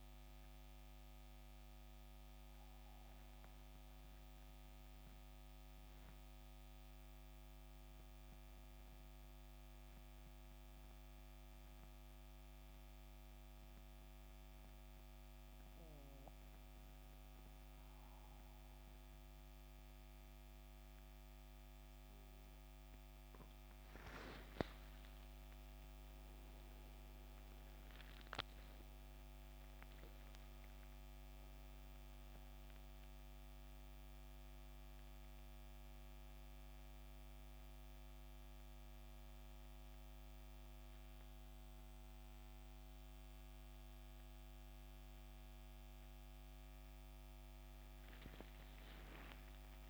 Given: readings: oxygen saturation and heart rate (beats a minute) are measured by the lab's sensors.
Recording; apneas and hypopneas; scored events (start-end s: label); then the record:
breathing in sleep, hard to hear, by a microphone on the trachea; 1
0.00-1.50 s: oxygen desaturation (device-marked, oxygen 87% lowest, heart rate 63 extreme)
1.00-22.00 s: central apnea (oxygen 95% before, 89% lowest, heart rate 71 before, 63 extreme, up 17 after)
22.50-49.90 s: oxygen desaturation (device-marked, oxygen 96% before, 89% lowest, heart rate 64 before, 70 extreme)
24.00-27.00 s: arousal
35.50-49.90 s: new sleep stage, N1 (lightest sleep)
From the record:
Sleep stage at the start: N2 (light sleep); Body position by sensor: on the back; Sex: male